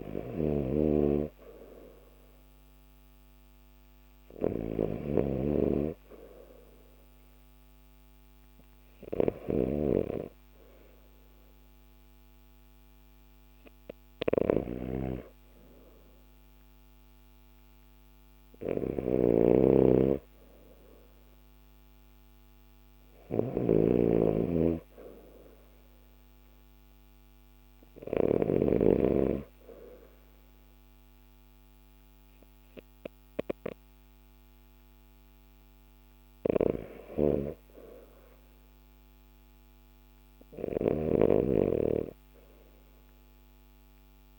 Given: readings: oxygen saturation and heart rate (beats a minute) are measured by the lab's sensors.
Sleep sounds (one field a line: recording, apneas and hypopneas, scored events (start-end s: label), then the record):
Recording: breathing in sleep by a microphone on the trachea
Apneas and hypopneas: none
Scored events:
0.00-3.50 s: oxygen desaturation (device-marked, oxygen 91% lowest, heart rate 51 extreme)
0.00-9.00 s: snoring (device-marked)
18.50-28.00 s: snoring (device-marked)
40.00-44.39 s: snoring (device-marked)
From the record:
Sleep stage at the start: REM sleep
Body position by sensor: on the left side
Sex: male